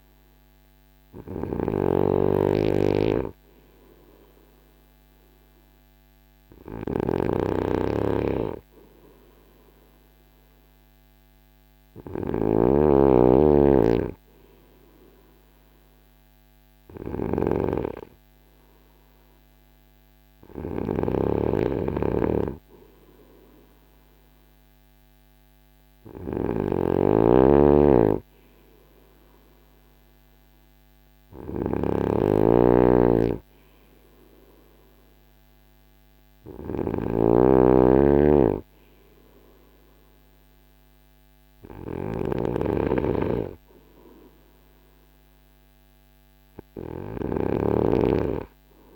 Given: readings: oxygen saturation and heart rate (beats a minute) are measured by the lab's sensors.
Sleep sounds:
breathing in sleep by a microphone on the trachea; none
0.00-48.96 s: snoring (device-marked)
From the record:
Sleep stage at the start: N3 (deep sleep); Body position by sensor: on the front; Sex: male

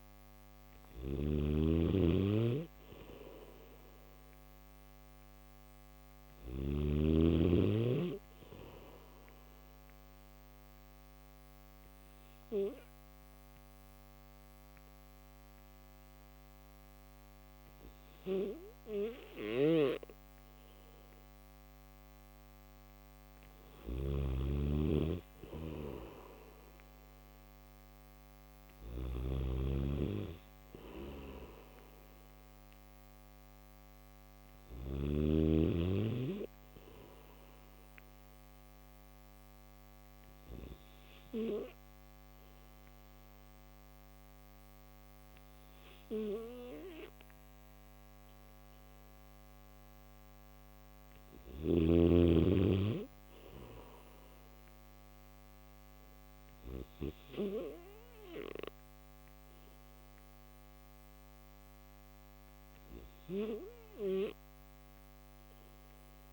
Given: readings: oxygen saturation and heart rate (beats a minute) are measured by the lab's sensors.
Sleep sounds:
breathing in sleep by a microphone on the trachea; none
0.50-6.50 s: snoring (device-marked)
7.50-18.50 s: oxygen desaturation (device-marked, oxygen 94% before, 91% lowest, heart rate 75 before, 73 extreme)
19.00-28.50 s: snoring (device-marked)
29.50-38.50 s: oxygen desaturation (device-marked, oxygen 95% before, 91% lowest, heart rate 75 before, 74 extreme)
30.50-40.50 s: snoring (device-marked)
51.00-56.50 s: snoring (device-marked)
58.50-66.33 s: oxygen desaturation (device-marked, oxygen 96% before, 92% lowest, heart rate 76 before, 72 extreme)
From the record:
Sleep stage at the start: N3 (deep sleep); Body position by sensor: on the back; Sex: male

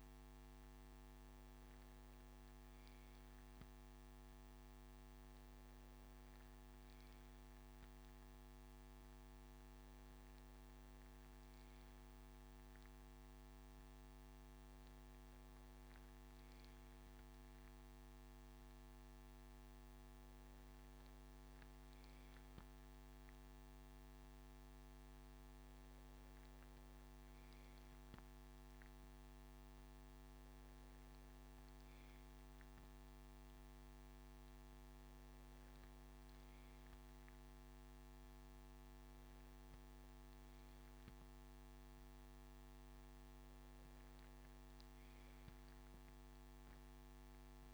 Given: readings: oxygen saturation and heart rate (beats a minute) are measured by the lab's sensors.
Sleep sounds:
breathing in sleep, hard to hear, by a microphone on the trachea; none
none scored
From the record:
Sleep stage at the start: N2 (light sleep); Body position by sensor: on the left side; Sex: male

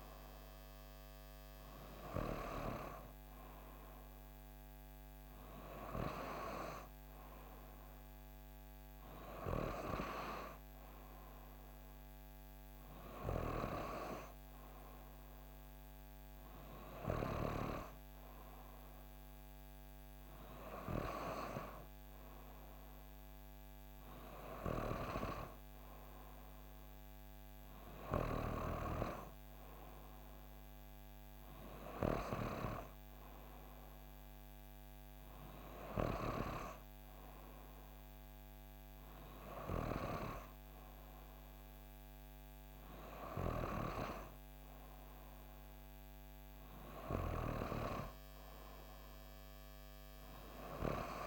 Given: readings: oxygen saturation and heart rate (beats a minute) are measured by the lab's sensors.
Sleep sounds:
breathing in sleep by a microphone on the trachea; none
none scored
From the record:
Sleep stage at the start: N3 (deep sleep); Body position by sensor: on the back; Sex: female

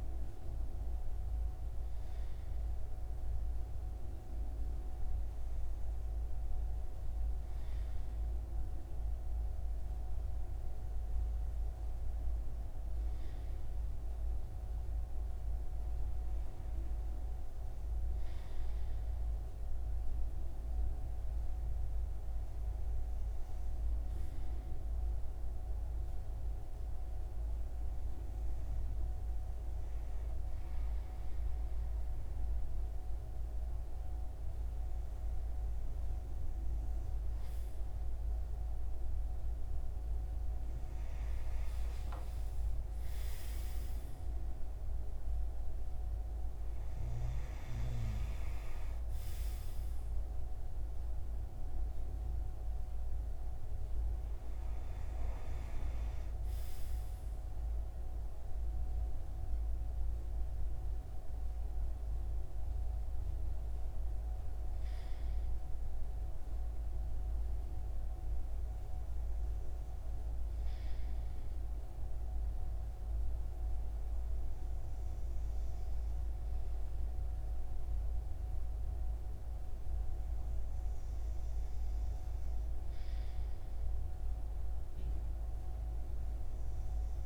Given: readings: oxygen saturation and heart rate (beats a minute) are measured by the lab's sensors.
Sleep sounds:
breathing in sleep, hard to hear, by a room microphone; none
none scored
From the record:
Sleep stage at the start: N2 (light sleep); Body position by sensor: on the right side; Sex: male

